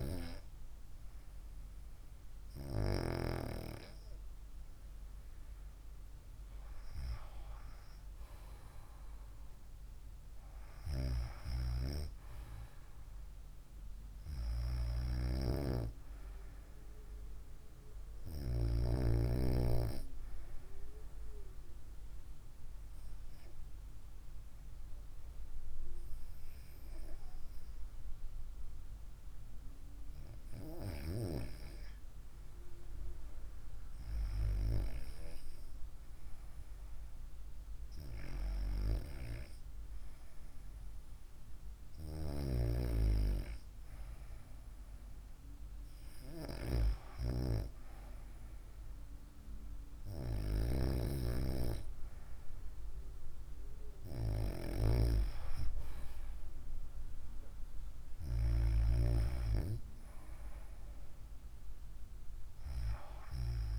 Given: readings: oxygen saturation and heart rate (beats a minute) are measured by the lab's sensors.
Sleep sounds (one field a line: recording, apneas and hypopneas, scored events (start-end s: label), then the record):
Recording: breathing in sleep by a room microphone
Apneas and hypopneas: 1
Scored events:
22.50-33.50 s: hypopnea (oxygen 94% before, 93% lowest, heart rate 68 before, 64 extreme, up 0 after)
36.50-40.00 s: arousal
From the record:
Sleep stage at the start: REM sleep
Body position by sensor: on the right side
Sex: female